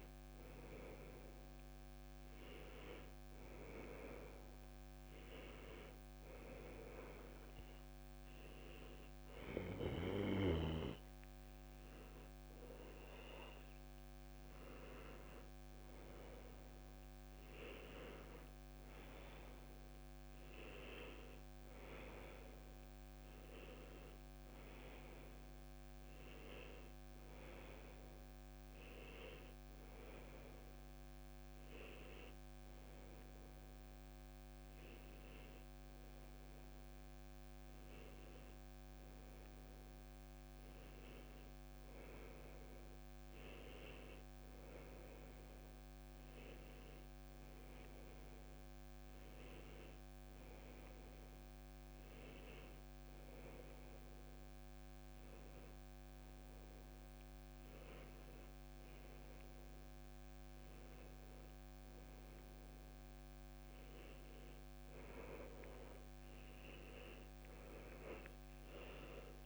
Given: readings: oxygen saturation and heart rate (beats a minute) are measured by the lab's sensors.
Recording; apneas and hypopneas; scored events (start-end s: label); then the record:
breathing in sleep by a microphone on the trachea; 1
4.50-15.50 s: hypopnea (oxygen 95% before, 92% lowest, heart rate 82 before, 77 extreme, up 4 after)
19.50-23.50 s: arousal
From the record:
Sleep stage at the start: N1 (lightest sleep); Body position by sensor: on the back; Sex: male